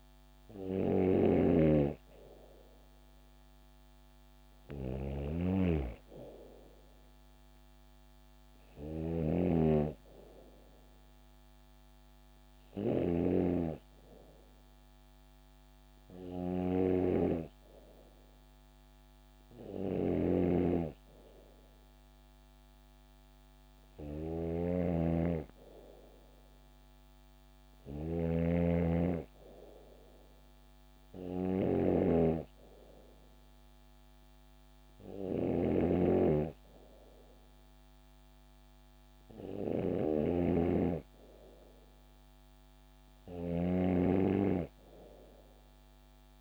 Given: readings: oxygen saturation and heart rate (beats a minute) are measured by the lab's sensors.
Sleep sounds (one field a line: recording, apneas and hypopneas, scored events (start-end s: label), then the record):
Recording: breathing in sleep by a microphone on the trachea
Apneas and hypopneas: none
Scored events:
0.00-46.41 s: snoring (device-marked)
From the record:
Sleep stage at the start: N2 (light sleep)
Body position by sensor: on the back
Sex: female